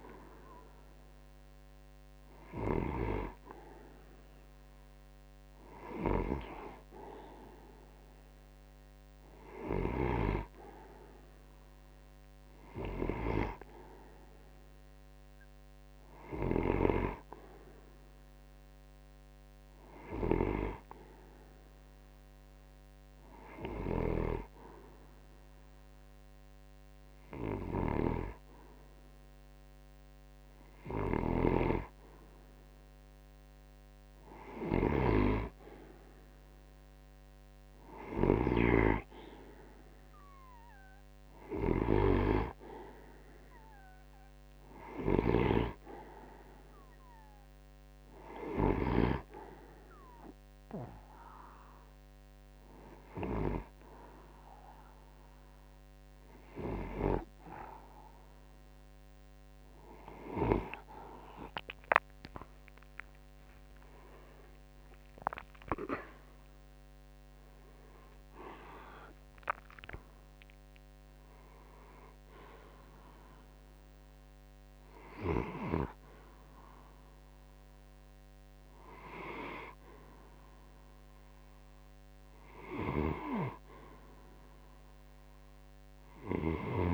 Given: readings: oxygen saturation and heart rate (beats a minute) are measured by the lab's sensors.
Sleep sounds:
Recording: breathing in sleep by a microphone on the trachea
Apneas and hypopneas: none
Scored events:
23.00-48.50 s: snoring (device-marked)
63.00-67.00 s: arousal
82.00-86.94 s: snoring (device-marked)
From the record:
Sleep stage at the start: N2 (light sleep)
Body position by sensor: on the right side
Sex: male

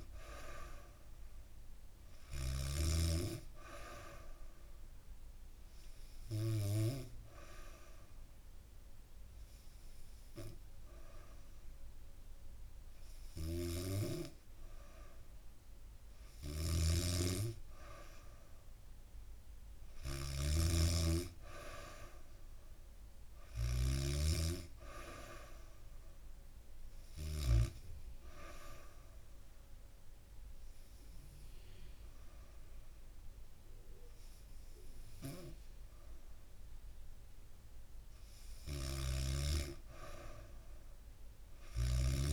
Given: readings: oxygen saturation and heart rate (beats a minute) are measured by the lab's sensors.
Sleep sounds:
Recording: breathing in sleep by a room microphone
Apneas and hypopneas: 2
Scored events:
0.00-2.00 s: snoring (device-marked)
4.50-16.50 s: hypopnea (oxygen 95% before, 92% lowest, heart rate 69 before, 68 extreme, up 3 after)
12.50-27.00 s: snoring (device-marked)
19.50-22.50 s: arousal
27.50-38.00 s: obstructive apnea (oxygen 95% before, 92% lowest, heart rate 70 before, 67 extreme, up 4 after)
38.00-42.33 s: snoring (device-marked)
40.50-42.33 s: arousal
From the record:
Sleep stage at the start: N2 (light sleep)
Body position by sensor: on the back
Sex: female

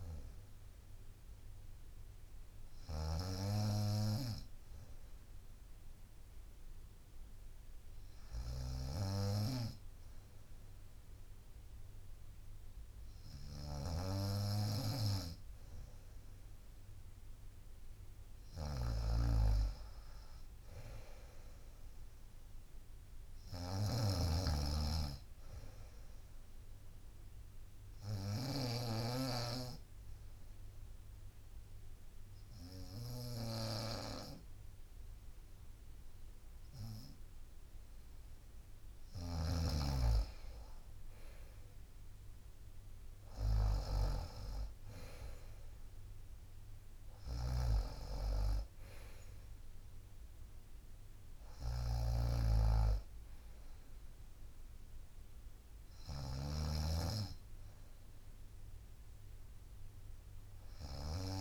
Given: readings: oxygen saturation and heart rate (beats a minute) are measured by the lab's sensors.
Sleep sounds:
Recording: breathing in sleep by a room microphone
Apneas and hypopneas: 2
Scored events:
0.00-61.41 s: snoring (device-marked)
4.00-15.00 s: hypopnea (oxygen 95% before, 92% lowest, heart rate 66 before, 62 extreme, up 6 after)
16.50-28.50 s: drop in pulse transit time (device-marked, heart rate 63 before, 66 extreme)
17.50-21.00 s: arousal
24.50-26.50 s: long interval between heartbeats (device-marked, heart rate 64 before, 75 extreme)
28.00-39.00 s: obstructive apnea (oxygen 95% before, 92% lowest, heart rate 66 before, 63 extreme, up 13 after)
40.00-42.00 s: long interval between heartbeats (device-marked, heart rate 69 before, 74 extreme)
40.50-52.50 s: drop in pulse transit time (device-marked, heart rate 70 before, 64 extreme)
42.50-46.50 s: arousal
From the record:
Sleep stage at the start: N2 (light sleep)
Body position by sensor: on the right side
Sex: female

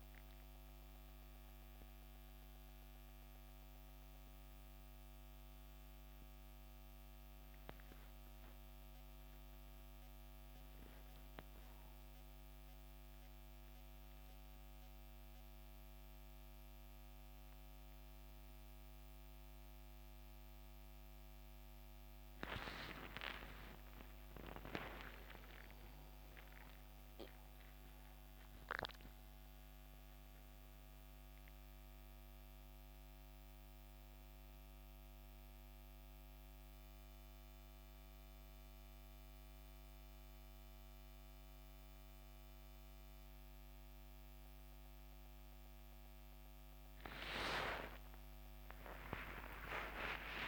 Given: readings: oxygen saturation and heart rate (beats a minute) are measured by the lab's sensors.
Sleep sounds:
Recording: a person awake in a sleep study, by a microphone on the trachea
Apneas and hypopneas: none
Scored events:
0.00-16.50 s: oxygen desaturation (device-marked, oxygen 87% lowest, heart rate 64 extreme)
20.50-50.48 s: new sleep stage, awake
From the record:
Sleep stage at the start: N1 (lightest sleep)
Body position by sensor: on the back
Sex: male

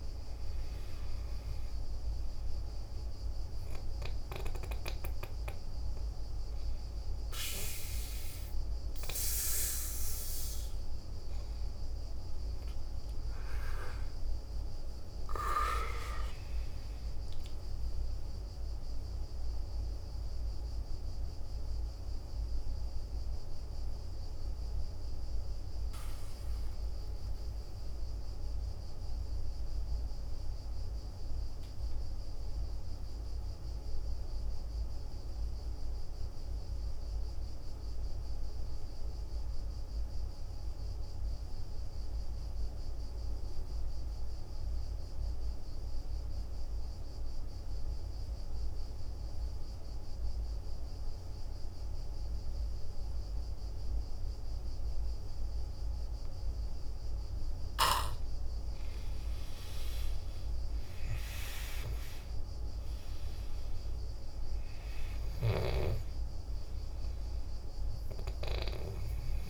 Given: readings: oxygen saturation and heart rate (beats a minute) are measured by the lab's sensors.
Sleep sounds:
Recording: breathing in sleep by a room microphone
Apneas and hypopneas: 1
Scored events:
0.00-20.50 s: oxygen desaturation (device-marked, oxygen 84% lowest, heart rate 47 extreme)
12.50-17.00 s: arousal
18.50-57.50 s: mixed apnea (oxygen 96% before, 83% lowest, heart rate 58 before, 47 extreme, up 11 after)
49.50-69.49 s: oxygen desaturation (device-marked, oxygen 99% before, 83% lowest, heart rate 50 before, 48 extreme)
58.50-63.00 s: arousal
From the record:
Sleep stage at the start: N2 (light sleep)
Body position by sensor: on the back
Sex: male

